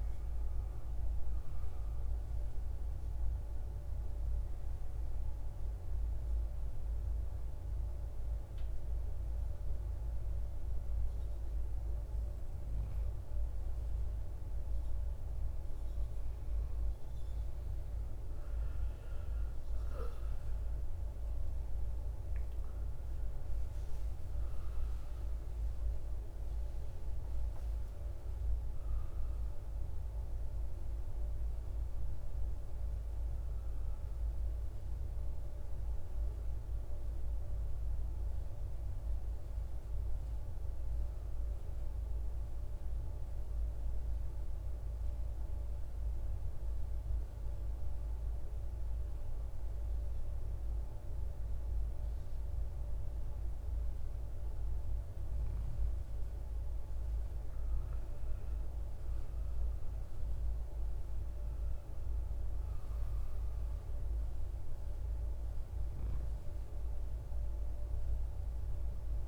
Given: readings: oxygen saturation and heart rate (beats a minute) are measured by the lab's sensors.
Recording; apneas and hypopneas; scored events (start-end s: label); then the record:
breathing in sleep, hard to hear, by a room microphone; none
17.50-23.00 s: arousal
From the record:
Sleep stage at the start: N2 (light sleep); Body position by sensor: on the right side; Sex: male